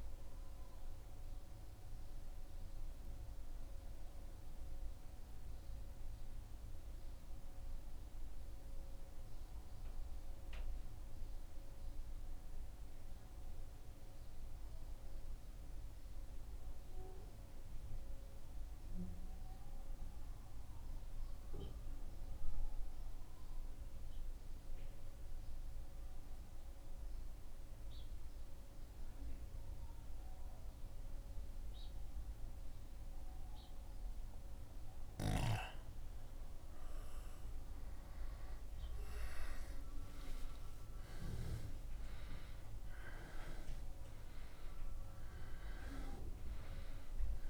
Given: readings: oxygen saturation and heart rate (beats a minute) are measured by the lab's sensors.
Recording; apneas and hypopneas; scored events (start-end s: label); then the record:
breathing in sleep by a room microphone; 1
0.50-34.50 s: mixed apnea (oxygen 96% before, 94% lowest, heart rate 76 before, 72 extreme, up 3 after)
37.00-42.00 s: arousal
39.50-47.50 s: new sleep stage, N1 (lightest sleep)
From the record:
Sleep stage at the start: N2 (light sleep); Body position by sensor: on the back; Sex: male